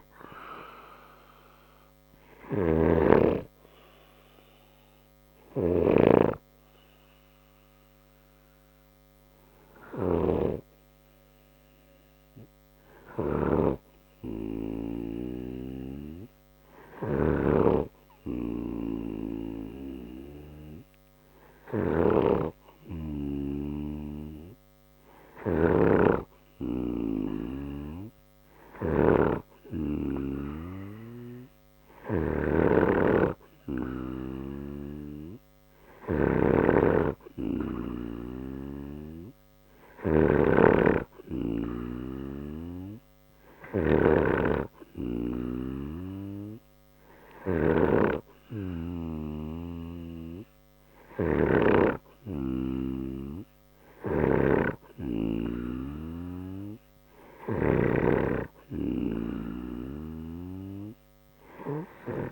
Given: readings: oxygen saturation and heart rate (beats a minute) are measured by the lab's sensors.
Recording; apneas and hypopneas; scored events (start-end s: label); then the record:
breathing in sleep by a microphone on the trachea; 1
0.00-10.00 s: snoring (device-marked)
1.50-14.00 s: obstructive apnea (oxygen 94% before, 91% lowest, heart rate 66 before, 59 extreme, up 0 after)
17.50-21.00 s: arousal
25.00-57.50 s: snoring (device-marked)
From the record:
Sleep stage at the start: N2 (light sleep); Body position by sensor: on the right side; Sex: male